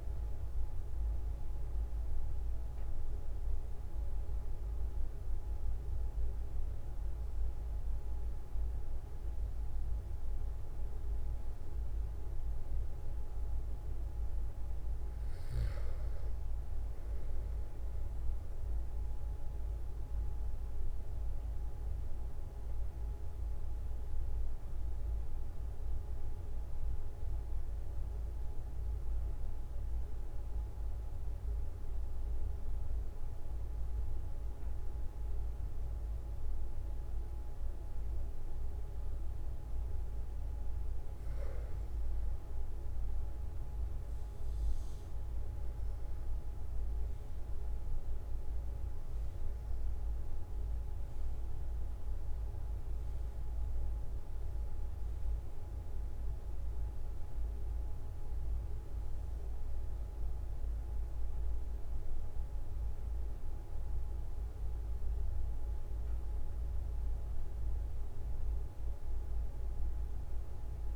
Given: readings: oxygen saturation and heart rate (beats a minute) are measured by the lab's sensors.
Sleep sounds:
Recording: breathing in sleep, hard to hear, by a room microphone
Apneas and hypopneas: 1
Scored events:
0.00-1.50 s: arousal
18.00-40.50 s: obstructive apnea (oxygen 97% before, 93% lowest, heart rate 48 before, 43 extreme, up 4 after)
44.00-48.00 s: arousal
49.00-70.96 s: new sleep stage, REM sleep
From the record:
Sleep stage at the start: N2 (light sleep)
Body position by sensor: on the back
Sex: male

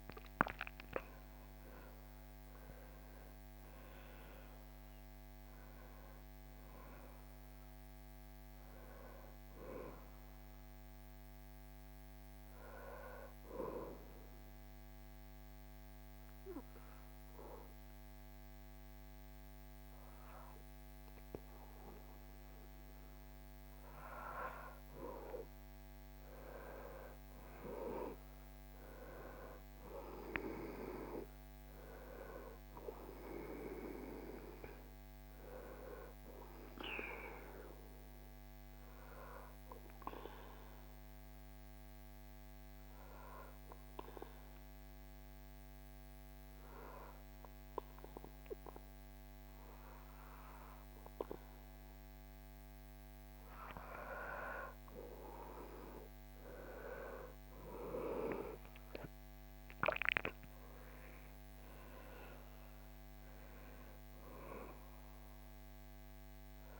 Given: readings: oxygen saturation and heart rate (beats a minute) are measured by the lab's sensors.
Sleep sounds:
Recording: breathing in sleep by a microphone on the trachea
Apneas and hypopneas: 2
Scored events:
0.00-1.00 s: arousal
14.00-24.50 s: obstructive apnea (oxygen 98% before, 96% lowest, heart rate 68 before, 62 extreme, up 9 after)
26.00-30.00 s: arousal
39.00-53.00 s: obstructive apnea (oxygen 98% before, 96% lowest, heart rate 66 before, 61 extreme, up 13 after)
56.00-59.50 s: arousal
From the record:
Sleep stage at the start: N2 (light sleep)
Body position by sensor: on the back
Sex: male

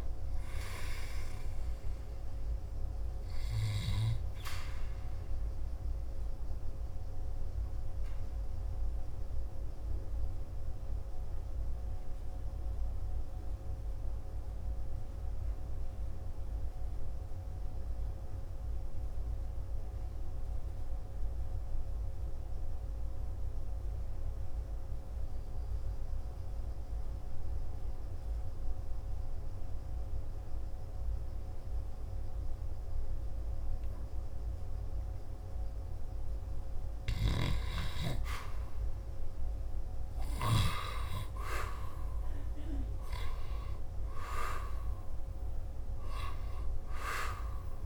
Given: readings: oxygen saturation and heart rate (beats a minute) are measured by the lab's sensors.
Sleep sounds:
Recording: breathing in sleep by a room microphone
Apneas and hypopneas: 1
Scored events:
5.50-35.00 s: obstructive apnea (oxygen 98% before, 90% lowest, heart rate 55 before, 47 extreme, up 1 after)
22.50-33.50 s: oxygen desaturation (device-marked, oxygen 96% before, 91% lowest, heart rate 57 before, 47 extreme)
39.00-43.50 s: arousal
From the record:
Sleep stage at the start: N2 (light sleep)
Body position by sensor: on the back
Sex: male

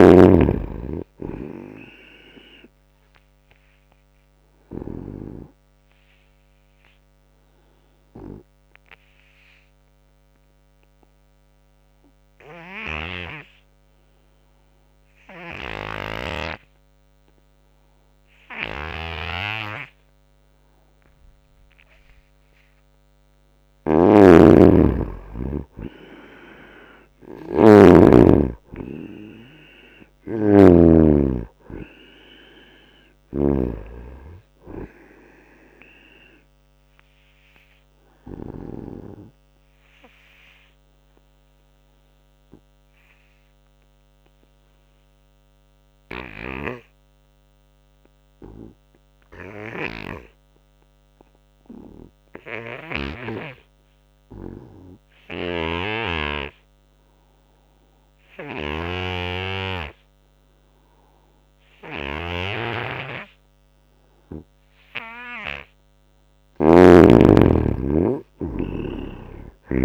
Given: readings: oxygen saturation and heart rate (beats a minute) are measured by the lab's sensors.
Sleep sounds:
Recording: breathing in sleep by a microphone on the trachea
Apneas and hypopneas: 2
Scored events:
0.00-5.00 s: snoring (device-marked)
0.00-15.00 s: oxygen desaturation (device-marked, oxygen 85% lowest, heart rate 79 extreme)
3.50-22.00 s: obstructive apnea (oxygen 98% before, 82% lowest, heart rate 83 before, 79 extreme, up 7 after)
18.50-38.50 s: snoring (device-marked)
20.00-46.00 s: oxygen desaturation (device-marked, oxygen 95% before, 82% lowest, heart rate 83 before, 78 extreme)
23.50-27.00 s: arousal
36.00-63.50 s: obstructive apnea (oxygen 95% before, 80% lowest, heart rate 84 before, 78 extreme, up 7 after)
60.00-69.85 s: oxygen desaturation (device-marked, oxygen 97% before, 83% lowest, heart rate 85 before, 78 extreme)
61.50-66.50 s: snoring (device-marked)
65.00-69.50 s: arousal
From the record:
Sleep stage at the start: N2 (light sleep)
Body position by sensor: on the right side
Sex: male

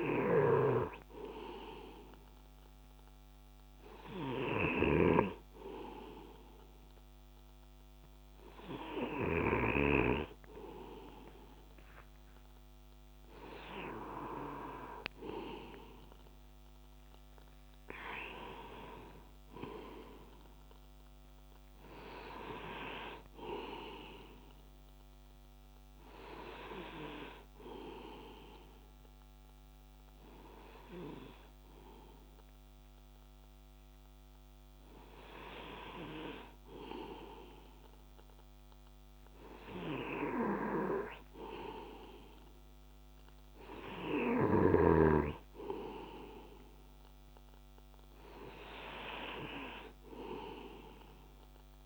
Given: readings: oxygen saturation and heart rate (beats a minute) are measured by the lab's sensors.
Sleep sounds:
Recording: breathing in sleep by a microphone on the trachea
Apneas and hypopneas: 2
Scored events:
3.50-13.50 s: hypopnea (oxygen 99% before, 96% lowest)
15.00-19.00 s: arousal
18.50-33.50 s: oxygen desaturation (device-marked, oxygen 100% before, 97% lowest)
26.00-38.00 s: hypopnea (oxygen 100% before, 96% lowest)
42.00-45.50 s: arousal
From the record:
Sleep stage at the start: N2 (light sleep)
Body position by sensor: on the left side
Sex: male

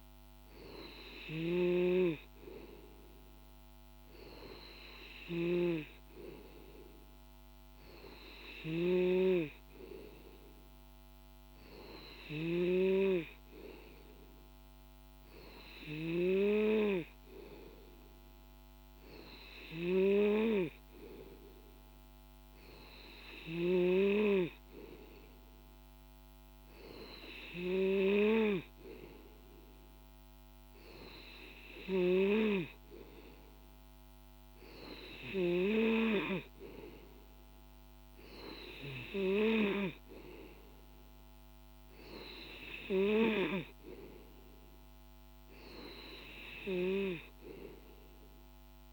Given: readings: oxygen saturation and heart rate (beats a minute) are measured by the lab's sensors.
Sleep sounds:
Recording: breathing in sleep by a microphone on the trachea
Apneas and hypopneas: none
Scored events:
none scored
From the record:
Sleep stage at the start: N2 (light sleep)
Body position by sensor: on the back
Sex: male

